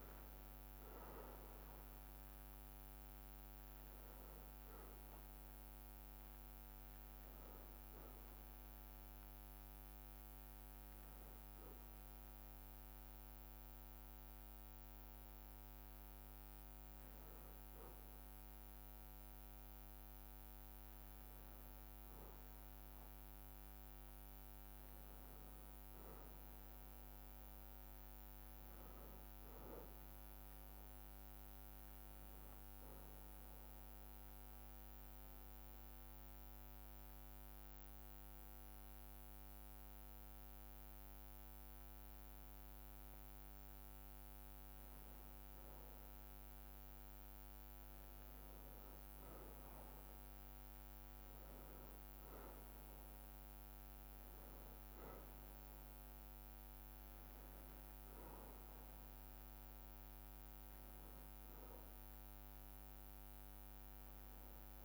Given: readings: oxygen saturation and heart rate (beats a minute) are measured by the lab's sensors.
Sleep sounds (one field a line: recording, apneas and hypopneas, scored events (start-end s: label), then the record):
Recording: breathing in sleep, hard to hear, by a microphone on the trachea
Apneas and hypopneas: 1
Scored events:
34.00-44.00 s: hypopnea (oxygen 96% before, 94% lowest, heart rate 62 before, 59 extreme, up 0 after)
46.00-48.00 s: bradycardia (device-marked, heart rate 67 before, 60 extreme)
47.00-50.50 s: arousal
From the record:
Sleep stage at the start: N1 (lightest sleep)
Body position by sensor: on the back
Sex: male